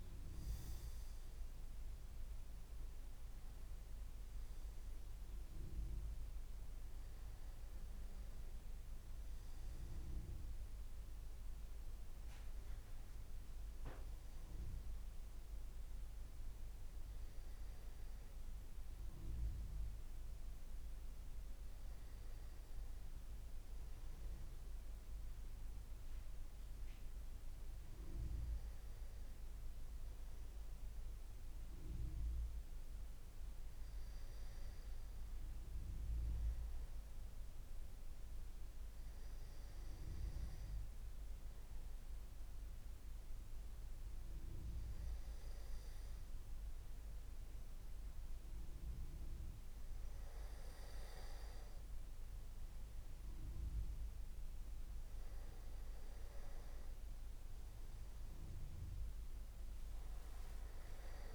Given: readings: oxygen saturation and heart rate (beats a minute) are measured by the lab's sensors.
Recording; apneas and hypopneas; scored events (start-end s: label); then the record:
breathing in sleep, hard to hear, by a room microphone; 1
35.00-61.34 s: new sleep stage, N2 (light sleep)
38.00-51.50 s: hypopnea (oxygen 98% before, 95% lowest)
55.50-60.00 s: arousal
From the record:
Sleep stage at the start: N1 (lightest sleep); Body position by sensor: on the back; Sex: male